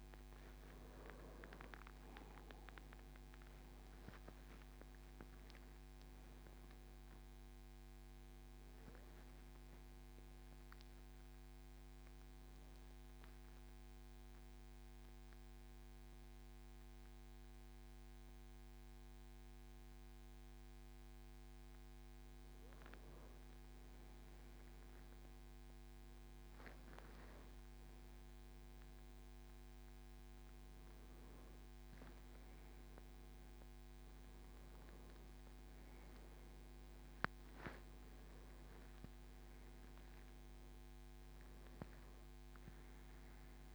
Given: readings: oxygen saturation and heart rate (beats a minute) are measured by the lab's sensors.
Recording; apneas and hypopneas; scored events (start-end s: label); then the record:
a person awake in a sleep study, hard to hear, by a microphone on the trachea; none
none scored
From the record:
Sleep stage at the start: awake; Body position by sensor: on the back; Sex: male